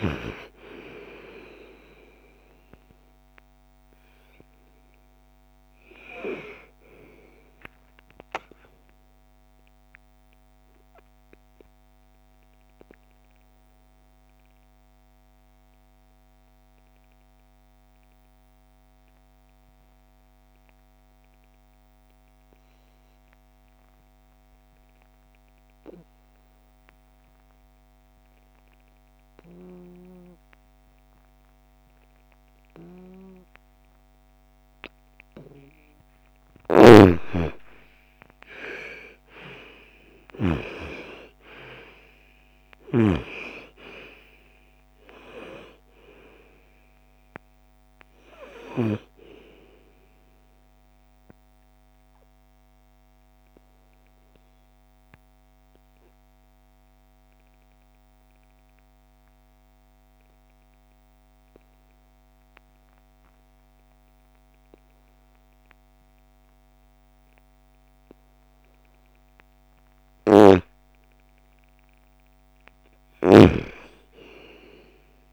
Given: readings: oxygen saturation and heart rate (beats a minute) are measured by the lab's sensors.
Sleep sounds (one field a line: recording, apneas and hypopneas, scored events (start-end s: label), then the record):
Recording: breathing in sleep by a microphone on the trachea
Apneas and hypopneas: 2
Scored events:
0.00-21.00 s: oxygen desaturation (device-marked, oxygen 87% lowest, heart rate 47 extreme)
9.50-35.00 s: obstructive apnea (oxygen 98% before, 80% lowest, heart rate 63 before, 47 extreme, up 23 after)
28.00-57.00 s: oxygen desaturation (device-marked, oxygen 98% before, 80% lowest, heart rate 60 before, 48 extreme)
36.00-40.00 s: snoring (device-marked)
36.50-41.50 s: arousal
50.00-69.00 s: obstructive apnea (oxygen 98% before, 80% lowest, heart rate 63 before, 49 extreme, up 3 after)
70.00-74.00 s: arousal
From the record:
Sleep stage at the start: N2 (light sleep)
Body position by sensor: on the right side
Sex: female